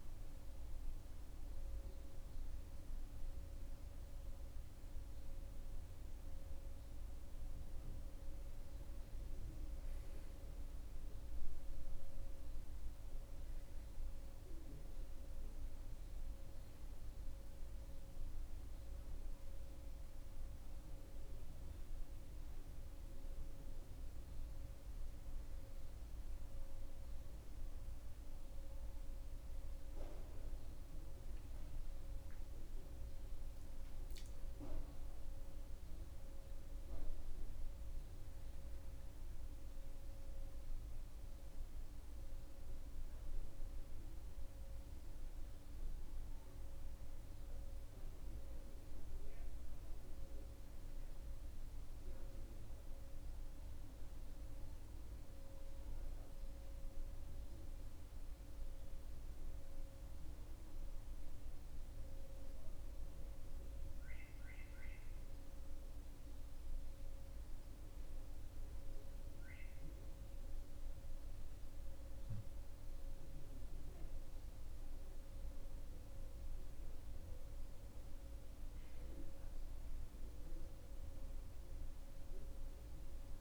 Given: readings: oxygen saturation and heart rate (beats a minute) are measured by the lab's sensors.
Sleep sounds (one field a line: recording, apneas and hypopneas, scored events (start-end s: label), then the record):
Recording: breathing in sleep, hard to hear, by a room microphone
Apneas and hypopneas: none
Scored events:
21.00-40.00 s: oxygen desaturation (device-marked, oxygen 95% before, 92% lowest)
From the record:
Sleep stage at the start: N2 (light sleep)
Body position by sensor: on the back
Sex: male